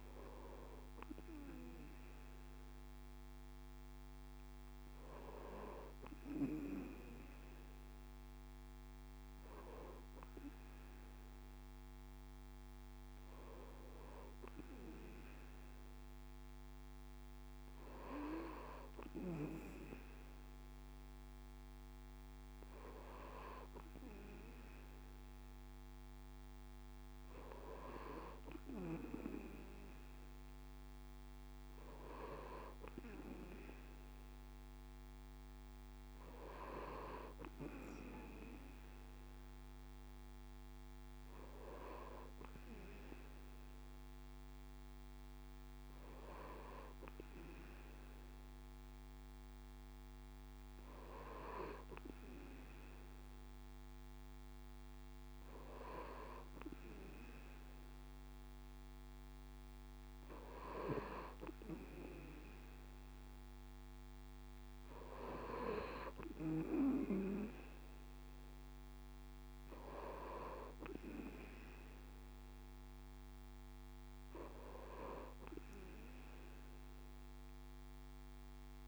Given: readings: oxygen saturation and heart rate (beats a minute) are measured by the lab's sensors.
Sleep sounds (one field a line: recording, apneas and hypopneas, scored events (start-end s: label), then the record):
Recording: breathing in sleep by a microphone on the trachea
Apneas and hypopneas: none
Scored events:
none scored
From the record:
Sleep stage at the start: N2 (light sleep)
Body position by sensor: on the right side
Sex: male